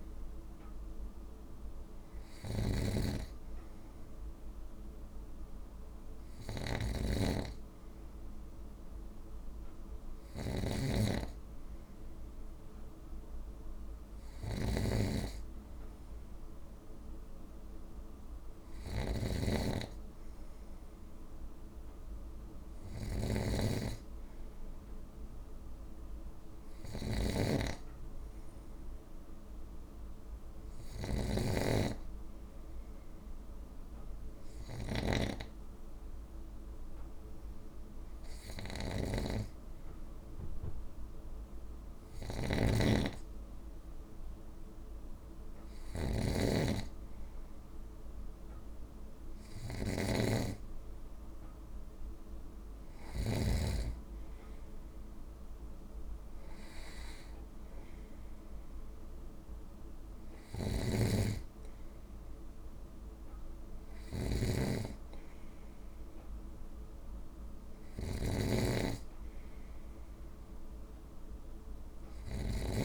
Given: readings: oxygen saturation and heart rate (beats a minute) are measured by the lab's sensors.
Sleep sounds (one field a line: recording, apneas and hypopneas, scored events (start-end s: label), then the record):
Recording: breathing in sleep by a room microphone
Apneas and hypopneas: none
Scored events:
0.00-53.00 s: snoring (device-marked)
60.00-72.85 s: snoring (device-marked)
From the record:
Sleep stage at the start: N2 (light sleep)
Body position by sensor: on the right side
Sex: male